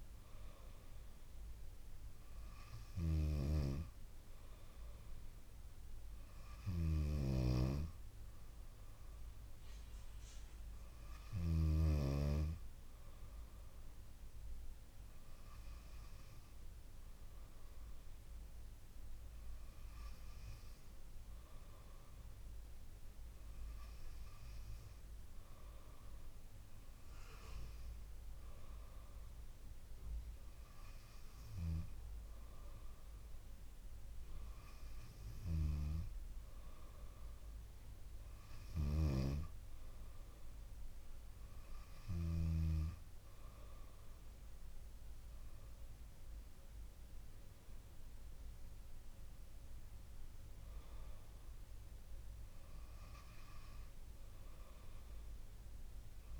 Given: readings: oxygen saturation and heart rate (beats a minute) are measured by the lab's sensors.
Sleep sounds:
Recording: breathing in sleep by a room microphone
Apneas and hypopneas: none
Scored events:
0.00-12.00 s: snoring (device-marked)
39.00-42.50 s: snoring (device-marked)
From the record:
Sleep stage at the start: N2 (light sleep)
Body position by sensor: on the back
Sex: female

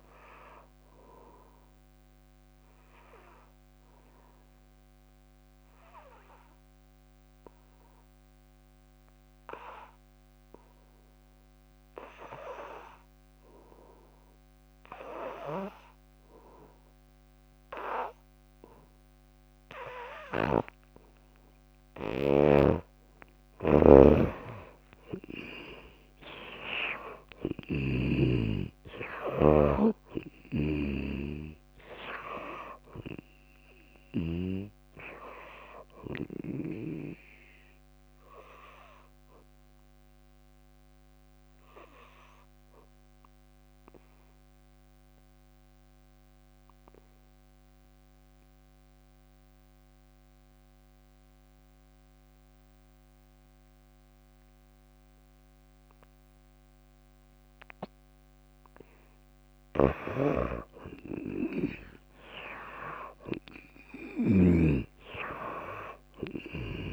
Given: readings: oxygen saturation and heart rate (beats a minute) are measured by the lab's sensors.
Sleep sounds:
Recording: breathing in sleep by a microphone on the trachea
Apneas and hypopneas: 2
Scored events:
1.50-18.50 s: obstructive apnea (oxygen 98% before, 80% lowest, heart rate 81 before, 56 extreme, up 9 after)
14.50-47.50 s: oxygen desaturation (device-marked, oxygen 98% before, 80% lowest, heart rate 62 before, 56 extreme)
22.50-34.50 s: snoring (device-marked)
24.50-30.00 s: arousal
27.00-29.00 s: long interval between heartbeats (device-marked, heart rate 60 before, 77 extreme)
38.50-58.50 s: obstructive apnea (oxygen 97% before, 80% lowest, heart rate 68 before, 54 extreme, up 26 after)
59.50-64.50 s: snoring (device-marked)
61.00-66.00 s: arousal
61.50-66.93 s: drop in pulse transit time (device-marked, heart rate 59 before, 61 extreme)
63.50-66.93 s: oxygen desaturation (device-marked, oxygen 97% before, 84% lowest, heart rate 59 before, 54 extreme)
64.00-66.00 s: long interval between heartbeats (device-marked, heart rate 59 before, 73 extreme)
From the record:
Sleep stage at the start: N2 (light sleep)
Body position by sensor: on the back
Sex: female

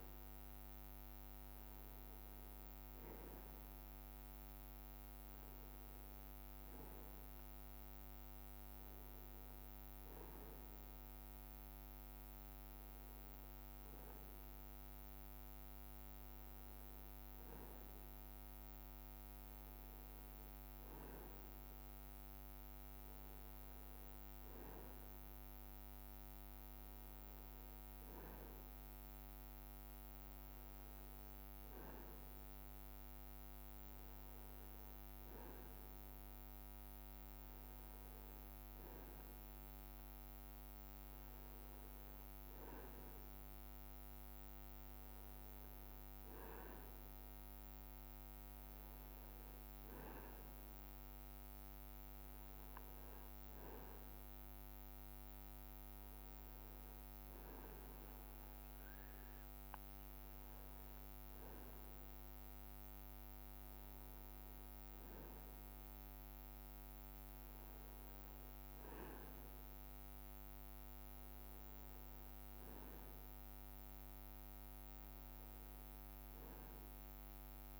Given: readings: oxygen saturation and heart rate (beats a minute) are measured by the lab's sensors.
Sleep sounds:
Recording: breathing in sleep, hard to hear, by a microphone on the trachea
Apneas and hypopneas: none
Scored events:
11.00-14.00 s: leg movement (device-marked)
16.00-19.50 s: leg movement (device-marked)
31.00-36.50 s: arousal
From the record:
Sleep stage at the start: N1 (lightest sleep)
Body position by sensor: on the right side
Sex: male

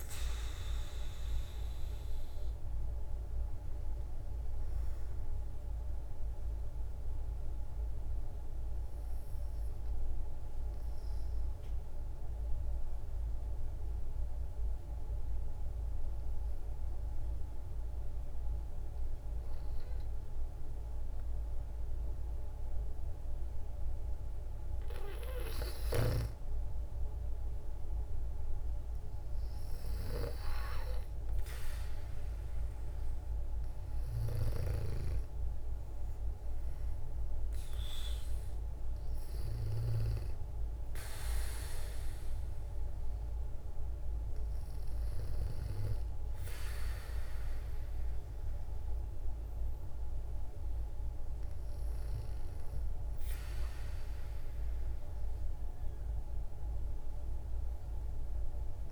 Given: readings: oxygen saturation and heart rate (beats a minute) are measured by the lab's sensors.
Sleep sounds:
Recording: breathing in sleep by a room microphone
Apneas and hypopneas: 1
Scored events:
10.00-25.00 s: obstructive apnea (oxygen 95% before, 91% lowest, heart rate 58 before, 56 extreme, up 4 after)
26.00-29.00 s: arousal
30.00-49.00 s: oxygen desaturation (device-marked, oxygen 97% before, 91% lowest, heart rate 59 before, 56 extreme)
52.50-56.00 s: arousal
From the record:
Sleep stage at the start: N2 (light sleep)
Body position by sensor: on the back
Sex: female

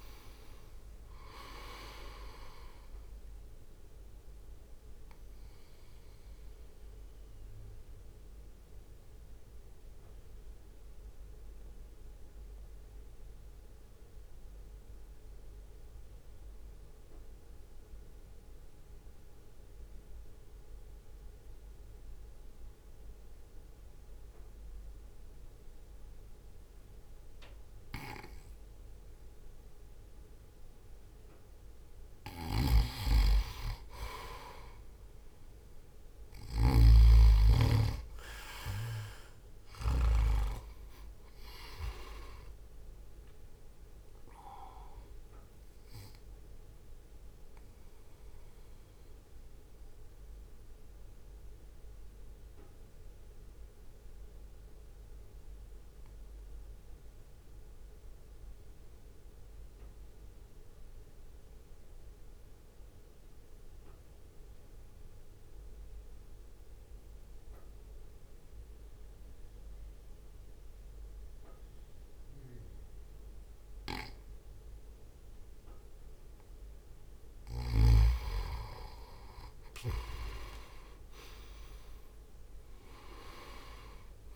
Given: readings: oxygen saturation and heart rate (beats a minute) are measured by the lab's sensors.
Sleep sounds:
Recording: breathing in sleep by a room microphone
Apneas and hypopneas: 2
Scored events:
0.00-7.00 s: oxygen desaturation (device-marked, oxygen 92% lowest, heart rate 61 extreme)
0.00-13.00 s: drop in pulse transit time (device-marked, heart rate 61 extreme)
4.00-32.00 s: mixed apnea (oxygen 97% before, 90% lowest, heart rate 63 before, 52 extreme)
33.50-37.50 s: arousal
38.00-67.00 s: oxygen desaturation (device-marked, oxygen 99% before, 90% lowest, heart rate 63 before, 52 extreme)
40.00-53.00 s: drop in pulse transit time (device-marked, heart rate 63 before, 55 extreme)
46.50-76.50 s: mixed apnea (oxygen 99% before, 90% lowest, heart rate 62 before, 52 extreme, up 9 after)
76.00-84.36 s: oxygen desaturation (device-marked, oxygen 98% before, 91% lowest, heart rate 59 before, 52 extreme)
77.00-80.50 s: arousal
82.00-84.36 s: drop in pulse transit time (device-marked, heart rate 59 before, 52 extreme)
From the record:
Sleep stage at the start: N2 (light sleep)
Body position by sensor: on the right side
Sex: male

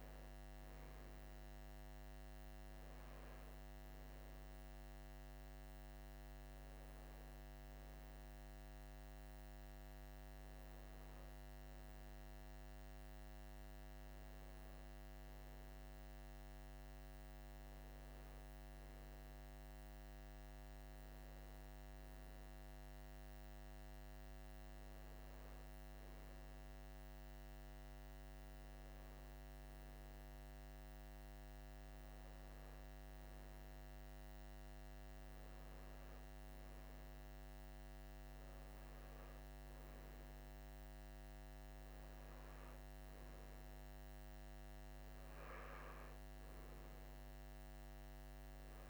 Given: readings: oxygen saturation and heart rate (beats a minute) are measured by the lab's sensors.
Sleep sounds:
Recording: breathing in sleep, hard to hear, by a microphone on the trachea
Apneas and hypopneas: none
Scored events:
none scored
From the record:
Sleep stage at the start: N2 (light sleep)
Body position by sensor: on the right side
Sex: male

